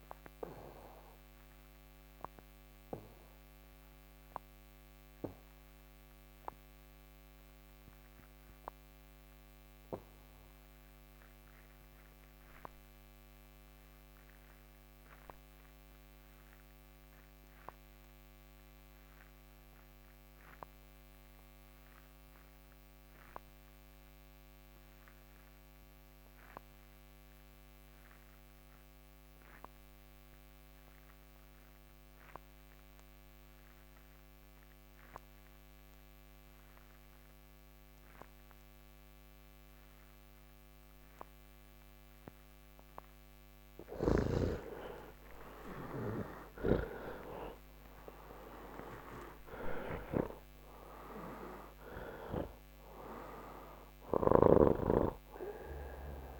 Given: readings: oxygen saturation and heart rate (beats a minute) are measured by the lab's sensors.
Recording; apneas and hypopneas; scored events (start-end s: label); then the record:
breathing in sleep by a microphone on the trachea; 1
0.00-15.50 s: oxygen desaturation (device-marked, oxygen 63% lowest, heart rate 79 extreme)
1.50-43.00 s: obstructive apnea (oxygen 82% before, 63% lowest, heart rate 142 before, 79 extreme, up 17 after)
20.50-56.40 s: oxygen desaturation (device-marked, oxygen 96% before, 63% lowest, heart rate 145 before, 79 extreme)
From the record:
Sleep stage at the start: N3 (deep sleep); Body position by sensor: on the back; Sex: male